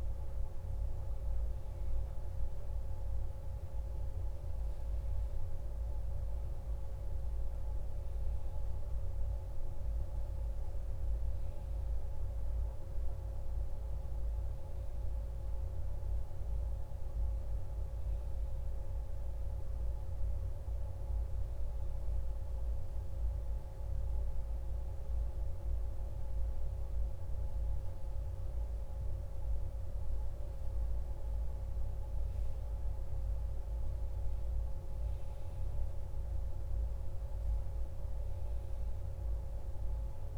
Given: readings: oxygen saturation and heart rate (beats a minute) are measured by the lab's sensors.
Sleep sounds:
breathing in sleep, hard to hear, by a room microphone; none
none scored
From the record:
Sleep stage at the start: N1 (lightest sleep); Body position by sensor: on the back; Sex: male

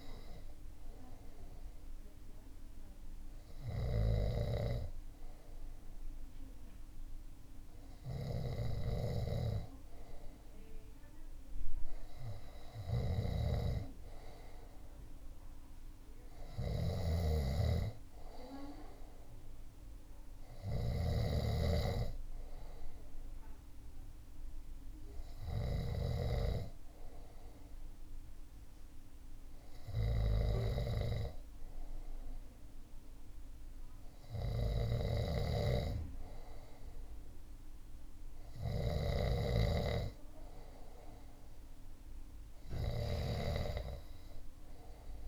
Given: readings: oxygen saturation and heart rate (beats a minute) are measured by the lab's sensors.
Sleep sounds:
breathing in sleep by a room microphone; none
16.50-21.00 s: snoring (device-marked)
34.50-43.00 s: snoring (device-marked)
From the record:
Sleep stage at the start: N2 (light sleep); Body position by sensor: on the left side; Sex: male

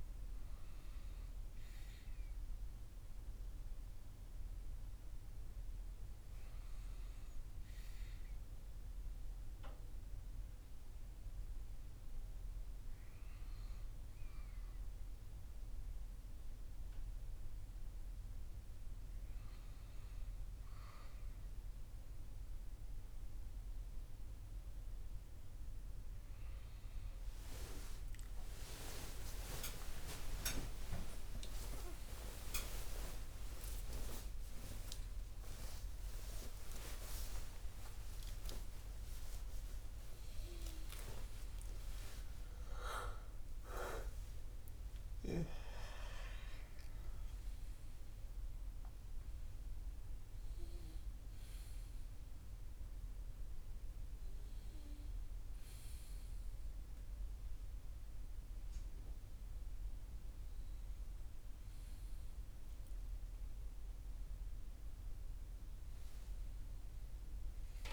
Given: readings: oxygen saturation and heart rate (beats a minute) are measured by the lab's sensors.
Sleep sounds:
a person awake in a sleep study, by a room microphone; none
19.00-67.93 s: new sleep stage, awake
From the record:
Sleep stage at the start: N1 (lightest sleep); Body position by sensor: on the right side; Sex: male

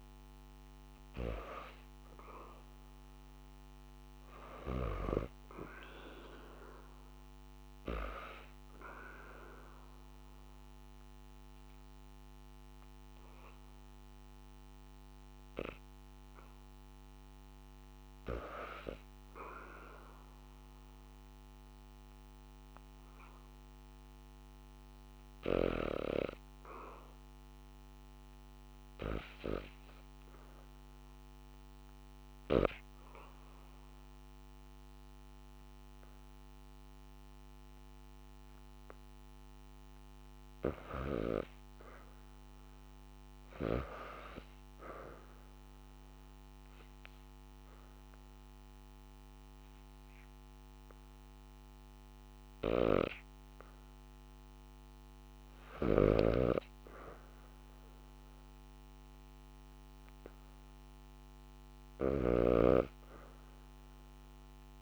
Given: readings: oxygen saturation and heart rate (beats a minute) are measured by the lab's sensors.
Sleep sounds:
breathing in sleep by a microphone on the trachea; 2
1.50-4.50 s: arousal
8.00-19.00 s: obstructive apnea (oxygen 99% before, 79% lowest, heart rate 81 before, 70 extreme)
12.00-29.00 s: oxygen desaturation (device-marked, oxygen 99% before, 93% lowest, heart rate 78 before, 70 extreme)
30.00-33.50 s: arousal
31.00-52.00 s: oxygen desaturation (device-marked, oxygen 95% before, 85% lowest, heart rate 73 before, 70 extreme)
44.50-55.50 s: obstructive apnea (oxygen 95% before, 79% lowest, heart rate 71 before, 72 extreme, up 5 after)
54.00-60.00 s: oxygen desaturation (device-marked, oxygen 89% before, 86% lowest, heart rate 72 before, 72 extreme)
55.50-64.82 s: snoring (device-marked)
59.00-62.00 s: arousal
62.00-64.82 s: oxygen desaturation (device-marked, oxygen 89% before, 79% lowest, heart rate 73 before, 75 extreme)
From the record:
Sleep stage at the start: REM sleep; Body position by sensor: on the back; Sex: female

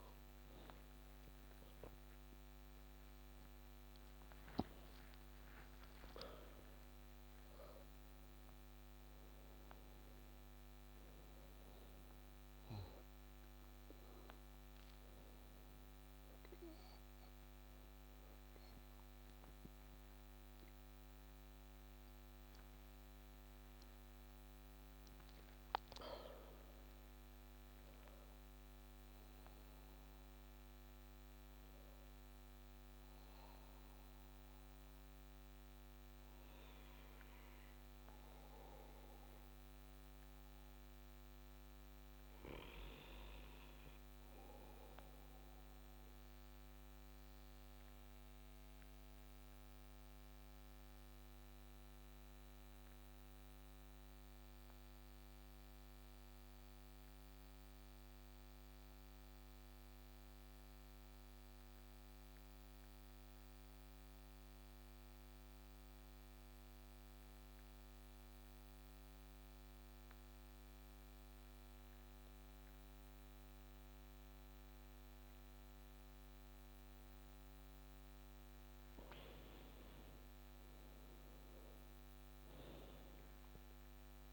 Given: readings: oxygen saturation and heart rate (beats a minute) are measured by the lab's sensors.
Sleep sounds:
breathing in sleep, hard to hear, by a microphone on the trachea; 1
0.00-6.50 s: arousal
17.00-47.00 s: new sleep stage, N1 (lightest sleep)
25.50-30.00 s: arousal
45.00-77.00 s: obstructive apnea (oxygen 98% before, 94% lowest)
47.00-77.00 s: new sleep stage, N2 (light sleep)
77.00-84.32 s: new sleep stage, N1 (lightest sleep)
78.00-83.00 s: arousal
79.00-84.32 s: oxygen desaturation (device-marked, oxygen 97% before, 94% lowest)
From the record:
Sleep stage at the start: N2 (light sleep); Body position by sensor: on the back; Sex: male

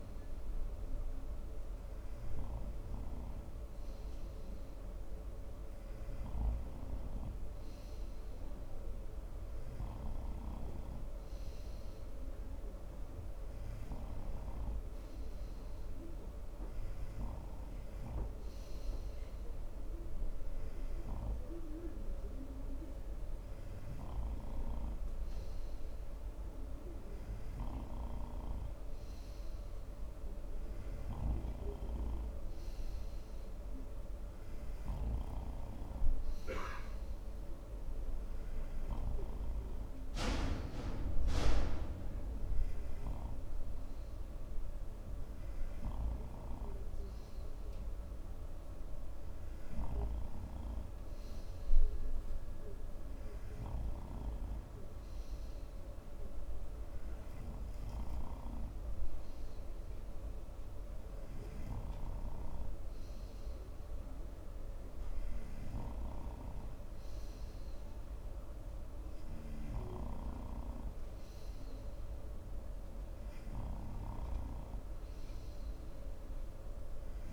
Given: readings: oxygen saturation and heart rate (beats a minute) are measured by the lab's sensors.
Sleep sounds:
breathing in sleep by a room microphone; none
none scored
From the record:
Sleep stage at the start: N2 (light sleep); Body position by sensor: on the front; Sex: male

